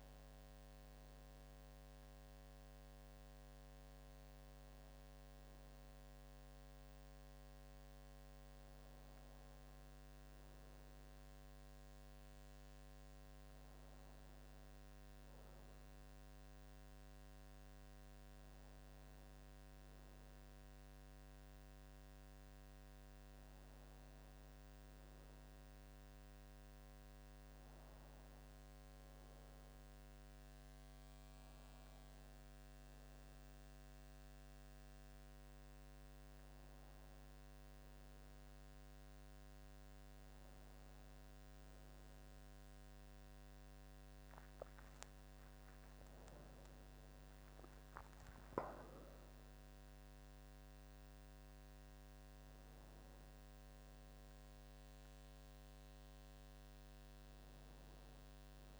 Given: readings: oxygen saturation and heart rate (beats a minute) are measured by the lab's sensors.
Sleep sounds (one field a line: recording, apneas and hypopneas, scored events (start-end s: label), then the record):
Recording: breathing in sleep, hard to hear, by a microphone on the trachea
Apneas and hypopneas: none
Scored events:
none scored
From the record:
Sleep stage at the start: N2 (light sleep)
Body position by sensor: on the back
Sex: male